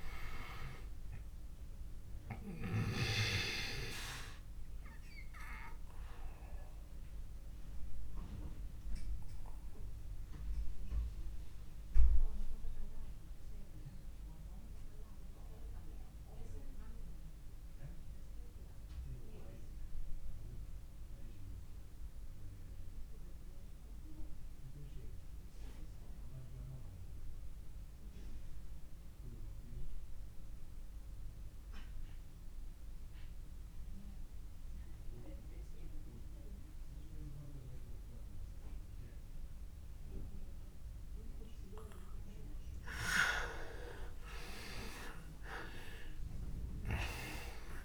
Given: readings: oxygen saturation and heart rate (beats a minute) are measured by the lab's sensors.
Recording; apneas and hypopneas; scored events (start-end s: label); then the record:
breathing in sleep by a room microphone; 1
0.00-22.00 s: oxygen desaturation (device-marked, oxygen 86% lowest)
5.00-42.00 s: obstructive apnea (oxygen 99% before, 86% lowest)
41.00-47.85 s: oxygen desaturation (device-marked, oxygen 99% before, 86% lowest)
45.50-47.85 s: arousal
From the record:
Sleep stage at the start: N2 (light sleep); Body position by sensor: on the back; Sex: male